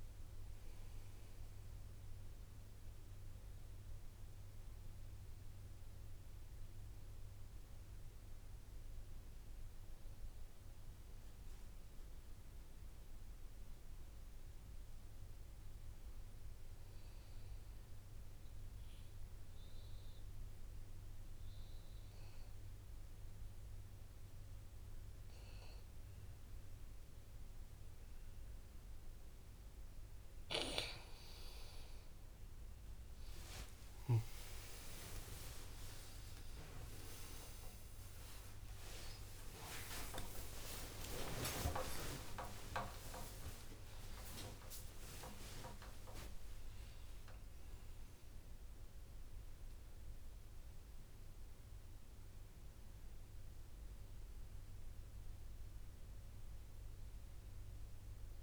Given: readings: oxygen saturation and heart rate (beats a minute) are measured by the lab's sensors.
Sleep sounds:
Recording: a person awake in a sleep study, by a room microphone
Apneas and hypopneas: 1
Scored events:
0.00-22.00 s: oxygen desaturation (device-marked, oxygen 93% lowest, heart rate 57 extreme)
18.00-31.00 s: obstructive apnea (oxygen 99% before, 91% lowest, heart rate 62 before, 58 extreme, up 35 after)
28.00-58.00 s: new sleep stage, awake
34.00-39.50 s: snoring (device-marked)
36.00-38.00 s: long interval between heartbeats (device-marked, heart rate 60 before, 84 extreme)
37.00-45.00 s: tachycardia (device-marked, heart rate 63 before, 163 extreme)
37.00-50.00 s: oxygen desaturation (device-marked, oxygen 99% before, 92% lowest, heart rate 62 before, 62 extreme)
38.50-40.50 s: long interval between heartbeats (device-marked, heart rate 63 before, 92 extreme)
42.50-44.50 s: long interval between heartbeats (device-marked, heart rate 73 before, 138 extreme)
46.50-48.50 s: long interval between heartbeats (device-marked, heart rate 92 before, 145 extreme)
55.00-58.42 s: oxygen desaturation (device-marked, oxygen 94% before, 91% lowest, heart rate 103 before, 62 extreme)
58.00-58.42 s: new sleep stage, N1 (lightest sleep)
From the record:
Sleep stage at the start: N2 (light sleep)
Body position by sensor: on the back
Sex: male

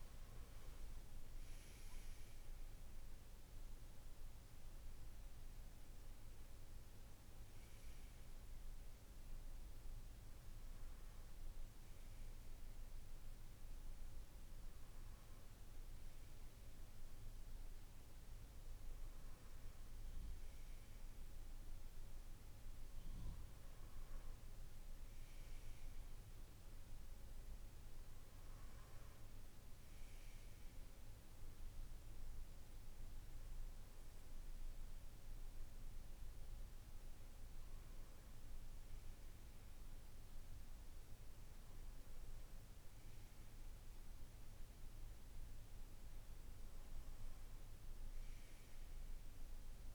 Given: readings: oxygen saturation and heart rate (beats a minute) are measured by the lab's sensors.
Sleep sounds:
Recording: a person partly awake in a sleep study, hard to hear, by a room microphone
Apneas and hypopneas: none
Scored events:
16.50-46.50 s: new sleep stage, N1 (lightest sleep)
46.50-49.95 s: new sleep stage, N2 (light sleep)
From the record:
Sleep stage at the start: awake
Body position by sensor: on the right side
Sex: male

